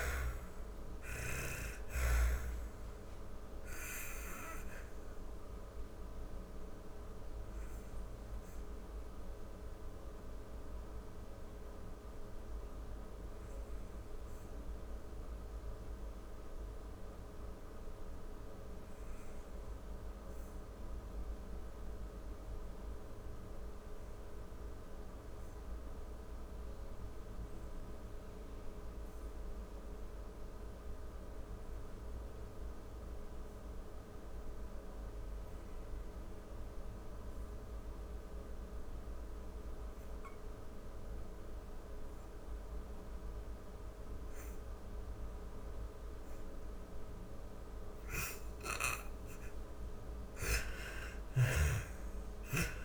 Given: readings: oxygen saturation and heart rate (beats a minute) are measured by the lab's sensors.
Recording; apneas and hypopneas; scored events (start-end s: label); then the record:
breathing in sleep by a room microphone; 1
0.00-23.50 s: oxygen desaturation (device-marked, oxygen 79% lowest, heart rate 45 extreme)
7.00-48.50 s: hypopnea (oxygen 97% before, 79% lowest, heart rate 123 before, 38 extreme)
43.50-52.84 s: oxygen desaturation (device-marked, oxygen 97% before, 81% lowest, heart rate 76 before, 38 extreme)
49.50-52.84 s: snoring (device-marked)
50.50-52.84 s: arousal
From the record:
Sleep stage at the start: N2 (light sleep); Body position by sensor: on the back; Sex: female